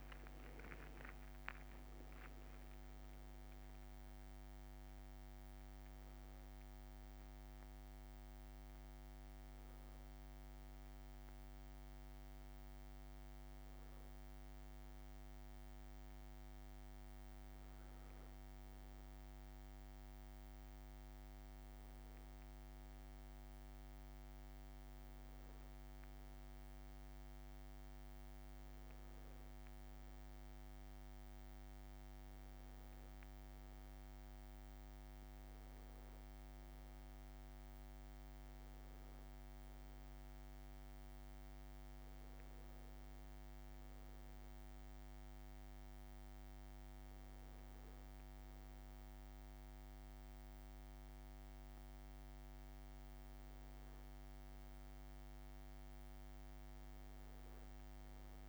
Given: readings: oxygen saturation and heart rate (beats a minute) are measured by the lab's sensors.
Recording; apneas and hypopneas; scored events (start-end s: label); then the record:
a person partly awake in a sleep study, hard to hear, by a microphone on the trachea; none
3.50-5.50 s: long interval between heartbeats (device-marked)
15.00-58.49 s: new sleep stage, N1 (lightest sleep)
16.50-18.50 s: long interval between heartbeats (device-marked, heart rate 34 before, 49 extreme)
24.00-26.00 s: long interval between heartbeats (device-marked, heart rate 39 before, 41 extreme)
27.50-29.50 s: long interval between heartbeats (device-marked, heart rate 42 before, 42 extreme)
33.50-35.50 s: long interval between heartbeats (device-marked, heart rate 42 before, 34 extreme)
40.50-42.50 s: long interval between heartbeats (device-marked, heart rate 36 before, 26 extreme)
50.00-52.00 s: long interval between heartbeats (device-marked, heart rate 31 before, 37 extreme)
56.00-58.00 s: long interval between heartbeats (device-marked, heart rate 35 before, 49 extreme)
From the record:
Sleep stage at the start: awake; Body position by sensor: on the back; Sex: male